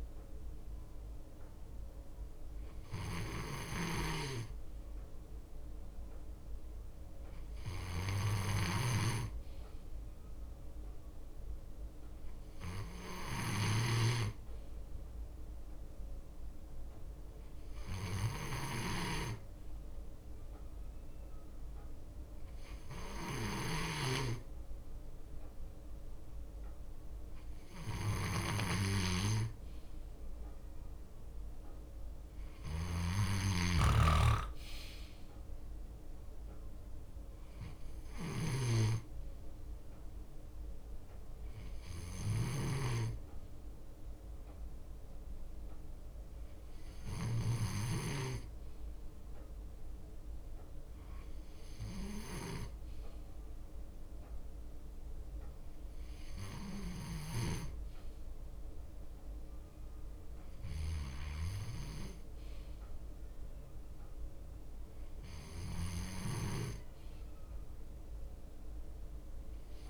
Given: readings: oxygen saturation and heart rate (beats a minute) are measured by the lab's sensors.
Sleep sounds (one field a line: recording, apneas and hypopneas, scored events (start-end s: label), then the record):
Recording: breathing in sleep by a room microphone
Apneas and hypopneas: none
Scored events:
0.00-6.00 s: bradycardia (device-marked, heart rate 59 extreme)
8.00-10.00 s: bradycardia (device-marked, heart rate 59 before, 59 extreme)
8.50-14.00 s: snoring (device-marked)
23.50-33.00 s: snoring (device-marked)
41.00-56.00 s: bradycardia (device-marked, heart rate 59 before, 58 extreme)
66.00-68.00 s: bradycardia (device-marked, heart rate 59 before, 60 extreme)
From the record:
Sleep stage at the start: N2 (light sleep)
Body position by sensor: on the left side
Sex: male